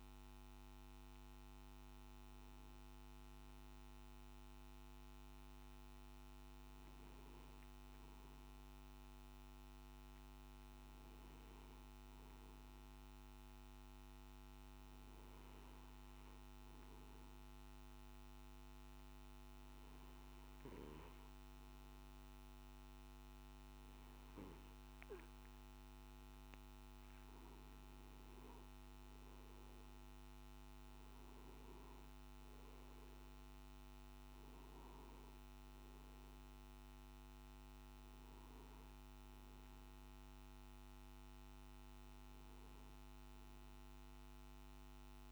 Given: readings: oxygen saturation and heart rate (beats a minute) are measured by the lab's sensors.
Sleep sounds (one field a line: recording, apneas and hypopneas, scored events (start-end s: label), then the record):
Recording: breathing in sleep, hard to hear, by a microphone on the trachea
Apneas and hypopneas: 1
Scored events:
13.00-26.50 s: obstructive apnea (oxygen 97% before, 94% lowest, heart rate 54 before, 53 extreme, up 8 after)
16.00-45.32 s: new sleep stage, N1 (lightest sleep)
From the record:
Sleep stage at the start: N3 (deep sleep)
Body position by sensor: on the back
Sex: male